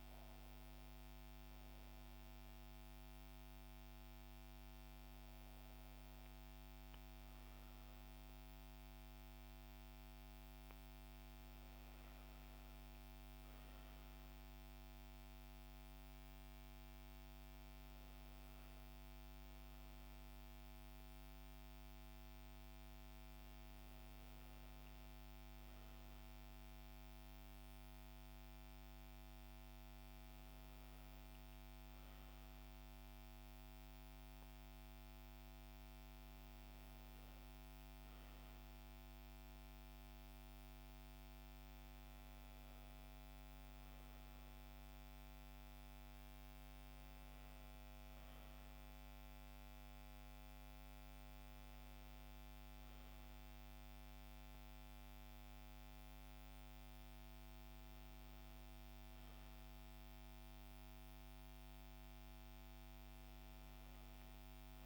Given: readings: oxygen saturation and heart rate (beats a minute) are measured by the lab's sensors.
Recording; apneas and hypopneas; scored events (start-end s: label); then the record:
breathing in sleep, hard to hear, by a microphone on the trachea; none
none scored
From the record:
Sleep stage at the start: N2 (light sleep); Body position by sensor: on the back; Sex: female